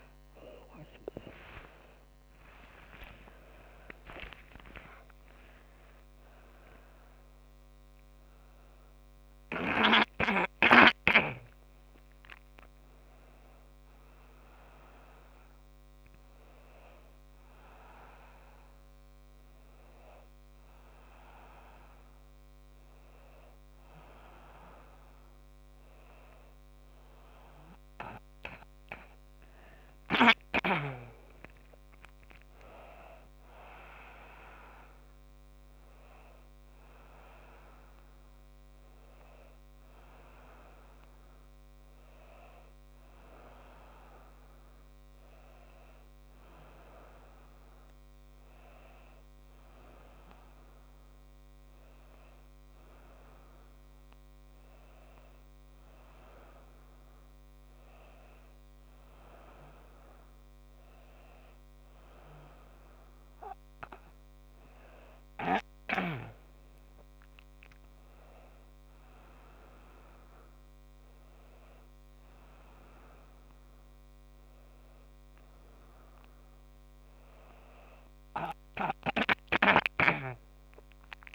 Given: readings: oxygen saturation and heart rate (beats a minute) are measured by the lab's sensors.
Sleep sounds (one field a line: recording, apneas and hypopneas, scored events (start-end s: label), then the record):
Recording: a person awake in a sleep study, by a microphone on the trachea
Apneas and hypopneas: none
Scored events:
none scored
From the record:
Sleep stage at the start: awake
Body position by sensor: on the back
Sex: female